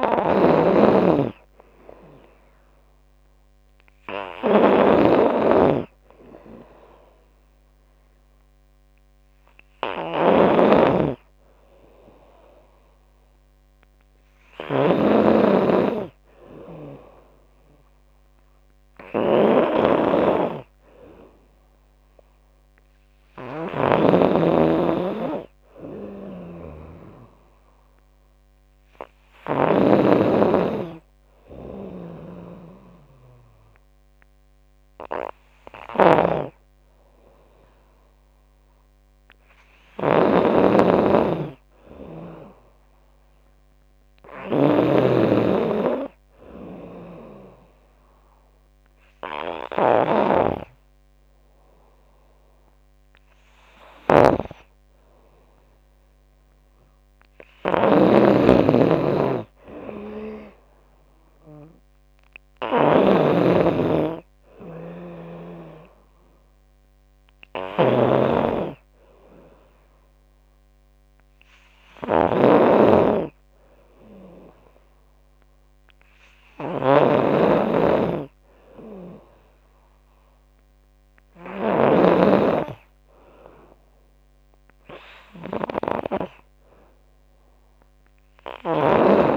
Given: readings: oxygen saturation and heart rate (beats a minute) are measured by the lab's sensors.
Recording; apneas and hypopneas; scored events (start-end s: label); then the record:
breathing in sleep by a microphone on the trachea; 1
0.00-30.00 s: snoring (device-marked)
36.00-82.00 s: snoring (device-marked)
40.50-43.50 s: arousal
47.50-58.00 s: obstructive apnea (oxygen 95% before, 89% lowest, heart rate 82 before, 73 extreme, up 10 after)
60.00-63.00 s: arousal
65.50-77.50 s: oxygen desaturation (device-marked, oxygen 94% before, 89% lowest, heart rate 83 before, 73 extreme)
83.50-89.37 s: drop in pulse transit time (device-marked, heart rate 81 before, 81 extreme)
From the record:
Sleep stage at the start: N2 (light sleep); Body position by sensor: on the back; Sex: female